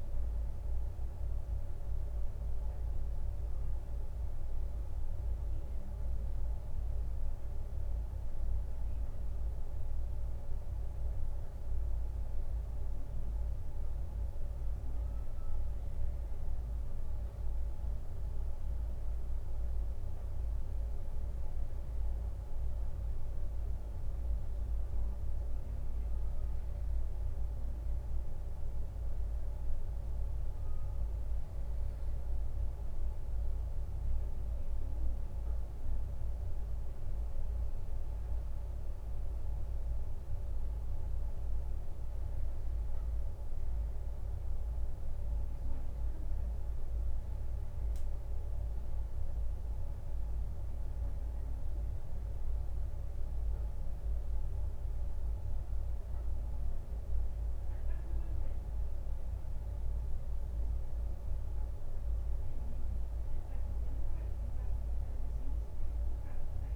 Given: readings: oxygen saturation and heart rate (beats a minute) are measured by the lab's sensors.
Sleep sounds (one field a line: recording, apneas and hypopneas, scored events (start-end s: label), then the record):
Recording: breathing in sleep, hard to hear, by a room microphone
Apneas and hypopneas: none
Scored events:
none scored
From the record:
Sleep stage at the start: N2 (light sleep)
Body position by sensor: on the right side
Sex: male